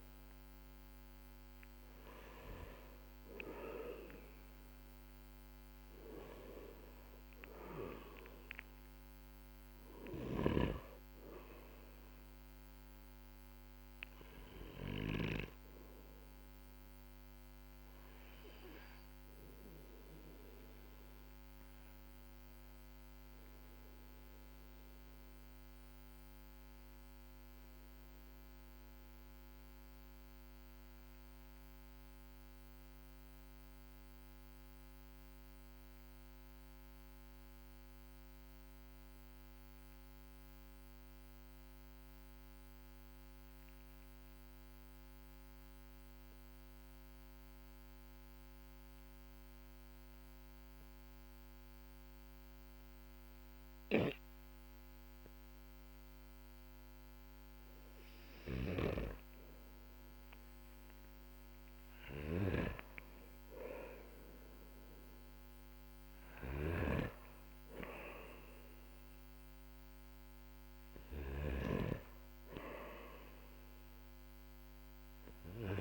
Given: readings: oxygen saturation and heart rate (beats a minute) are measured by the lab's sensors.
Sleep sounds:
breathing in sleep by a microphone on the trachea; 1
0.00-12.00 s: oxygen desaturation (device-marked, oxygen 95% lowest, heart rate 47 extreme)
9.50-14.50 s: snoring (device-marked)
14.50-60.00 s: obstructive apnea (oxygen 99% before, 93% lowest, heart rate 53 before, 45 extreme, up 8 after)
61.00-65.50 s: arousal
61.50-75.50 s: snoring (device-marked)
From the record:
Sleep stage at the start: N2 (light sleep); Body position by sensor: on the back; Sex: male

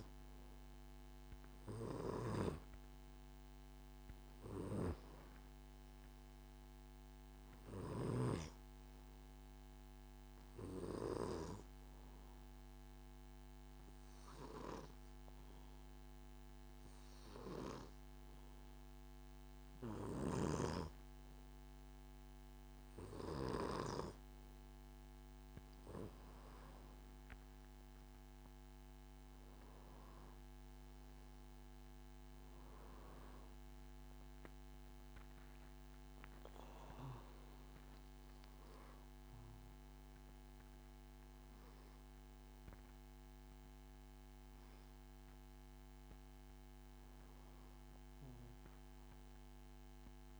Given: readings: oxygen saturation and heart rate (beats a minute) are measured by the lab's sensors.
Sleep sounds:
breathing in sleep by a microphone on the trachea; 1
0.00-10.00 s: oxygen desaturation (device-marked, oxygen 92% lowest, heart rate 72 extreme)
11.00-24.00 s: hypopnea (oxygen 97% before, 93% lowest, heart rate 73 before, 73 extreme, up 6 after)
26.50-30.00 s: arousal
From the record:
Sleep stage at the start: N2 (light sleep); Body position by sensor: on the back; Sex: male

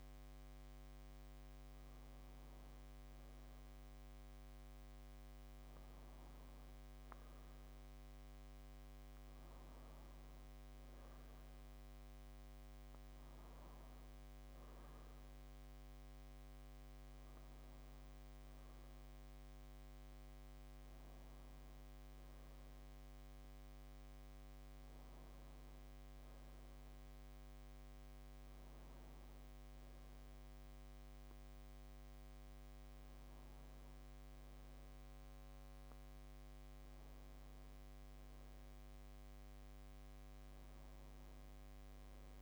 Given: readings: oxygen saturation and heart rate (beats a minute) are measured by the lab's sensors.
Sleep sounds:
breathing in sleep, hard to hear, by a microphone on the trachea; none
none scored
From the record:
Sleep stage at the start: N2 (light sleep); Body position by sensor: on the back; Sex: male

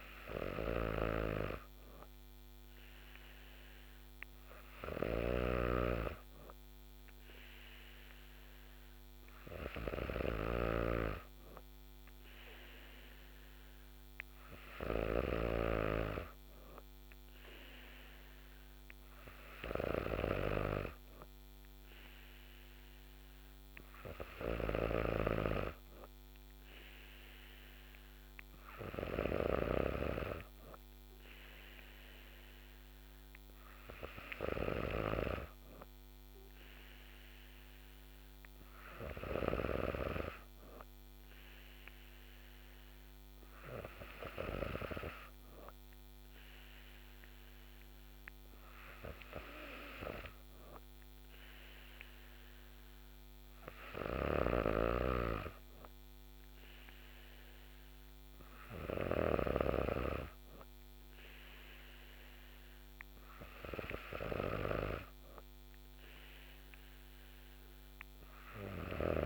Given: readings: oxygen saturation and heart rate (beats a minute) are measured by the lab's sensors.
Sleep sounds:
breathing in sleep by a microphone on the trachea; none
0.50-40.00 s: snoring (device-marked)
54.00-59.00 s: snoring (device-marked)
From the record:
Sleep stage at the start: N3 (deep sleep); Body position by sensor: on the back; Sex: female

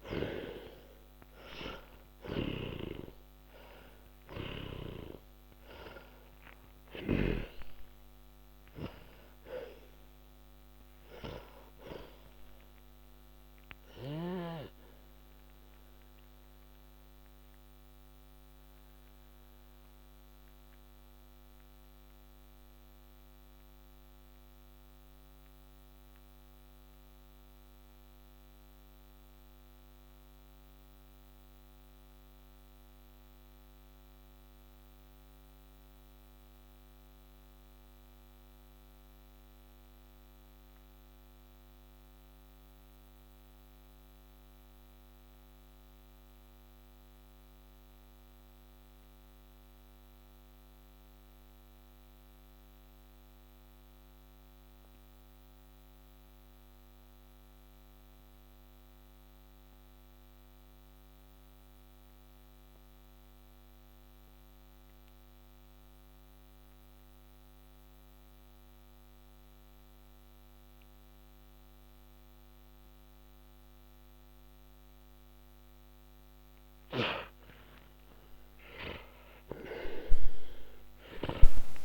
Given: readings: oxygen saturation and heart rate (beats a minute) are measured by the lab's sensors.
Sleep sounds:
breathing in sleep by a microphone on the trachea; 1
0.00-3.50 s: arousal
0.00-6.50 s: snoring (device-marked)
10.00-53.00 s: oxygen desaturation (device-marked, oxygen 89% before, 71% lowest, heart rate 84 before, 82 extreme)
13.00-76.50 s: mixed apnea (oxygen 91% before, 71% lowest, heart rate 78 before, 82 extreme, up 43 after)
79.00-81.85 s: oxygen desaturation (device-marked, oxygen 98% before, 76% lowest)
79.50-81.85 s: arousal
From the record:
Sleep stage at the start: N2 (light sleep); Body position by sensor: on the back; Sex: male

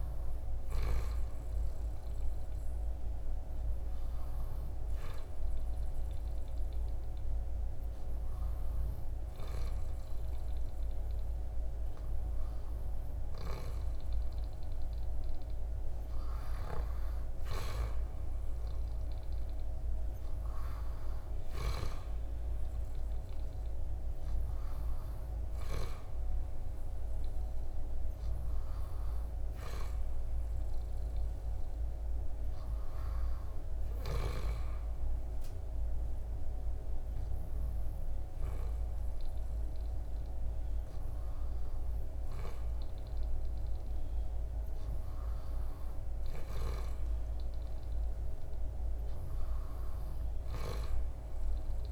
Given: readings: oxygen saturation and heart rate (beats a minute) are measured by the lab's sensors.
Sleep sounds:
breathing in sleep, hard to hear, by a room microphone; none
none scored
From the record:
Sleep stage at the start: N2 (light sleep); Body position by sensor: on the back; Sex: male

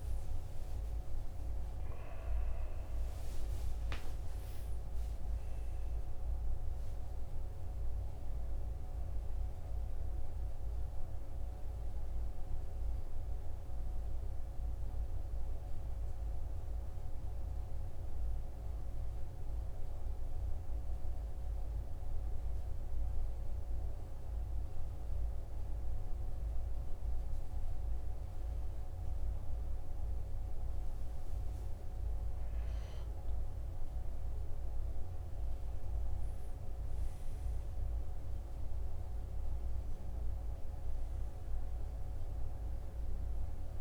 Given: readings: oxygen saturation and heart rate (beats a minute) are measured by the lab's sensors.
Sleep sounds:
breathing in sleep, hard to hear, by a room microphone; 1
13.50-30.00 s: obstructive apnea (oxygen 97% before, 95% lowest, heart rate 50 before, 45 extreme, up 4 after)
34.00-37.00 s: arousal
From the record:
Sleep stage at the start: N2 (light sleep); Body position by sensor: on the right side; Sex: male

